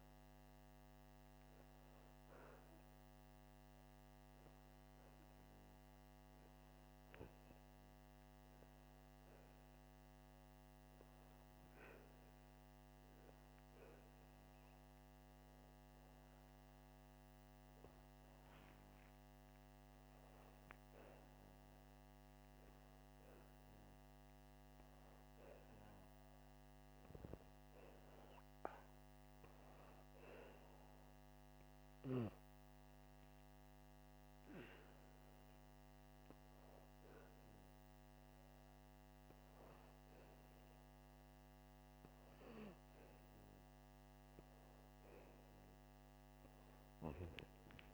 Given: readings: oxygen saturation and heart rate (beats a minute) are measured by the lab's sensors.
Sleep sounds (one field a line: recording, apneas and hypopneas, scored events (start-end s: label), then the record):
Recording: breathing in sleep, hard to hear, by a microphone on the trachea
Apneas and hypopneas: 1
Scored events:
5.50-16.00 s: hypopnea (oxygen 97% before, 95% lowest, heart rate 80 before, 81 extreme, up 6 after)
18.00-21.50 s: arousal
From the record:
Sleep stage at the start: N2 (light sleep)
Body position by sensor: upright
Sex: male